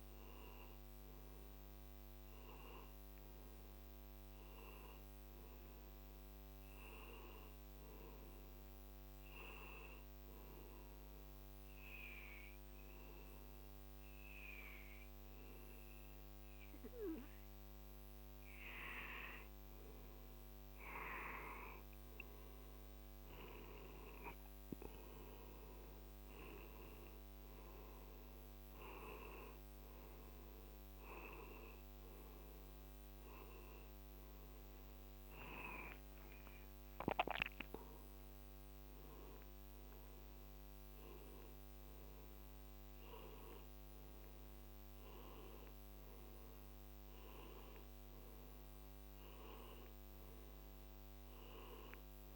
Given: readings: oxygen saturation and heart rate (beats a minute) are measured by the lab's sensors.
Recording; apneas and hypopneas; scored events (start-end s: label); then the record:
breathing in sleep by a microphone on the trachea; 1
10.50-20.50 s: obstructive apnea (oxygen 95% before, 88% lowest, heart rate 59 before, 57 extreme, up 6 after)
18.00-52.00 s: oxygen desaturation (device-marked, oxygen 94% before, 88% lowest, heart rate 59 before, 57 extreme)
22.00-26.00 s: arousal
From the record:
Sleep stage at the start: N2 (light sleep); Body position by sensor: on the back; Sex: male